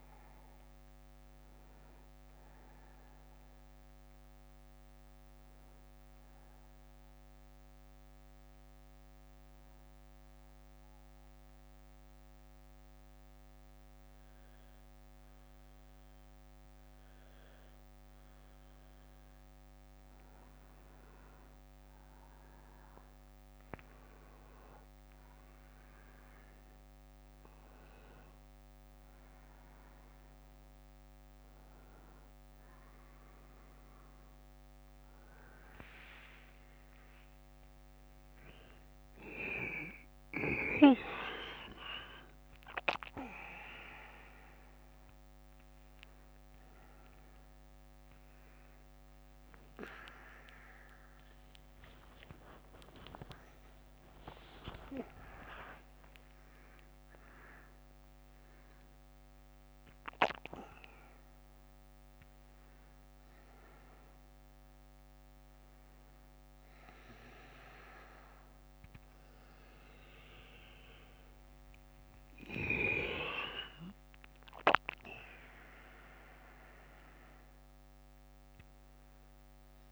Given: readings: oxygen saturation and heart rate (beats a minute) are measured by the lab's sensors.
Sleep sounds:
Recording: a person partly awake in a sleep study, by a microphone on the trachea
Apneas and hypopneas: 1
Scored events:
3.50-6.50 s: bradycardia (device-marked, heart rate 64 before, 63 extreme)
5.00-20.00 s: obstructive apnea (oxygen 97% before, 91% lowest, heart rate 74 before, 55 extreme, up 14 after)
8.50-10.50 s: bradycardia (device-marked, heart rate 64 before, 58 extreme)
12.50-16.50 s: bradycardia (device-marked, heart rate 64 before, 58 extreme)
29.50-59.50 s: new sleep stage, awake
41.50-58.50 s: oxygen desaturation (device-marked, oxygen 94% before, 91% lowest, heart rate 66 before, 55 extreme)
51.50-55.50 s: tachycardia (device-marked, heart rate 64 before, 109 extreme)
59.50-79.92 s: new sleep stage, N1 (lightest sleep)
78.50-79.92 s: bradycardia (device-marked, heart rate 66 before, 47 extreme)
From the record:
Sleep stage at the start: N1 (lightest sleep)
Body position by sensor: on the back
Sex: male

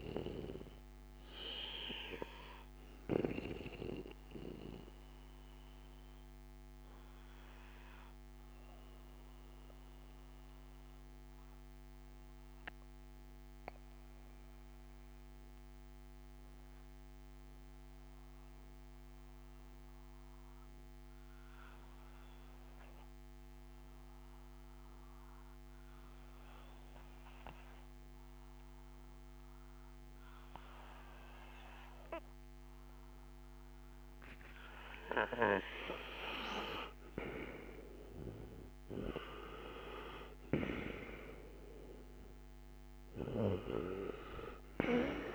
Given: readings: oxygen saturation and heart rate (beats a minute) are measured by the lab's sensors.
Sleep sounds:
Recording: breathing in sleep by a microphone on the trachea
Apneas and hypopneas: 1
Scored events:
0.00-23.00 s: oxygen desaturation (device-marked, oxygen 85% lowest, heart rate 56 extreme)
3.50-35.50 s: obstructive apnea (oxygen 98% before, 85% lowest, heart rate 60 before, 56 extreme, up 12 after)
36.50-41.50 s: arousal
37.00-45.35 s: oxygen desaturation (device-marked, oxygen 97% before, 85% lowest, heart rate 59 before, 55 extreme)
From the record:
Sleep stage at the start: N2 (light sleep)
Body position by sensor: on the back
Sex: male

